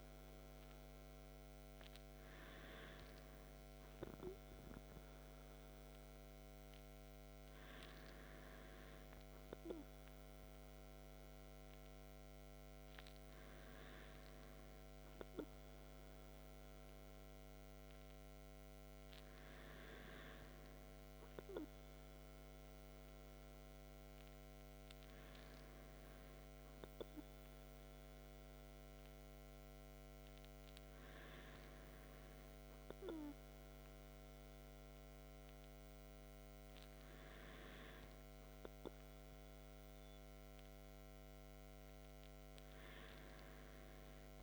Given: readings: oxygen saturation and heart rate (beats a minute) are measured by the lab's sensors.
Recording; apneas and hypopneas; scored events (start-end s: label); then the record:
breathing in sleep, hard to hear, by a microphone on the trachea; none
none scored
From the record:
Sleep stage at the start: N2 (light sleep); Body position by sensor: on the back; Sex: male